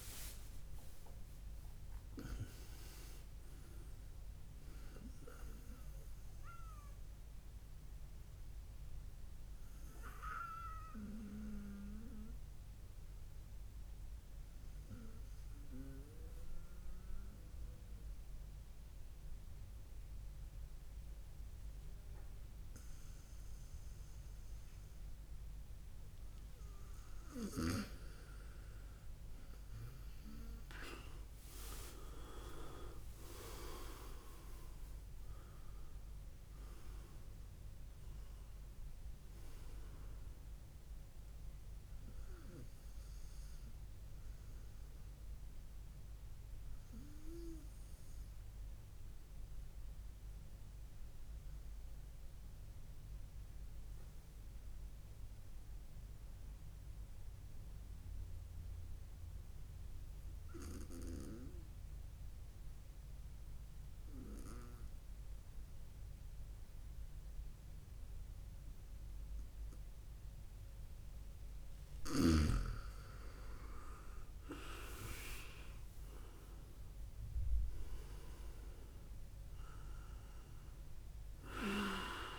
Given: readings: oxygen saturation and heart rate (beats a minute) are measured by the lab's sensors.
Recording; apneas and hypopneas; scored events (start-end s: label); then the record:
breathing in sleep by a room microphone; 2
0.00-2.00 s: arousal
7.00-26.00 s: obstructive apnea (oxygen 100% before, 96% lowest, heart rate 65 before, 60 extreme, up 0 after)
28.00-32.50 s: arousal
44.00-71.00 s: obstructive apnea (oxygen 99% before, 96% lowest, heart rate 63 before, 60 extreme, up 3 after)
73.00-77.00 s: arousal
73.00-82.39 s: oxygen desaturation (device-marked, oxygen 99% before, 96% lowest, heart rate 68 before, 60 extreme)
From the record:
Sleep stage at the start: N2 (light sleep); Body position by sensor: on the right side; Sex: male